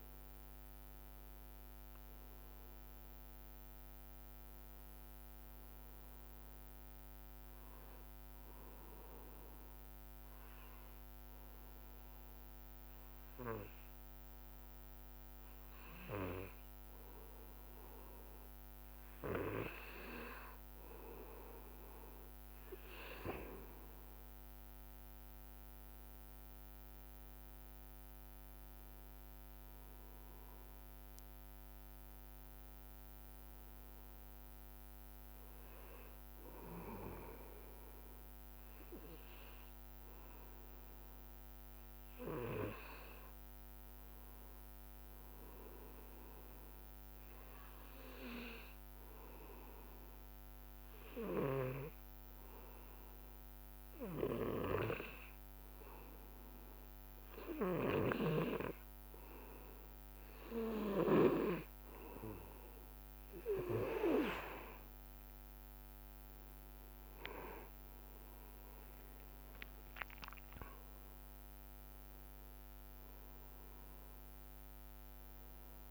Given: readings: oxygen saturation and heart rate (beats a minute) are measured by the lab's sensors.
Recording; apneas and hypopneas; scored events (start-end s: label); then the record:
breathing in sleep by a microphone on the trachea; 2
0.00-18.00 s: oxygen desaturation (device-marked, oxygen 92% lowest, heart rate 58 extreme)
9.00-21.00 s: obstructive apnea (oxygen 99% before, 92% lowest, heart rate 64 before, 58 extreme, up 3 after)
25.00-30.00 s: arousal
32.00-44.00 s: oxygen desaturation (device-marked, oxygen 99% before, 94% lowest, heart rate 61 before, 59 extreme)
48.50-61.00 s: obstructive apnea (oxygen 99% before, 92% lowest, heart rate 60 before, 60 extreme, up 4 after)
63.00-75.91 s: oxygen desaturation (device-marked, oxygen 98% before, 92% lowest, heart rate 61 before, 58 extreme)
64.50-70.00 s: arousal
From the record:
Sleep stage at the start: N2 (light sleep); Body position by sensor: on the back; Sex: male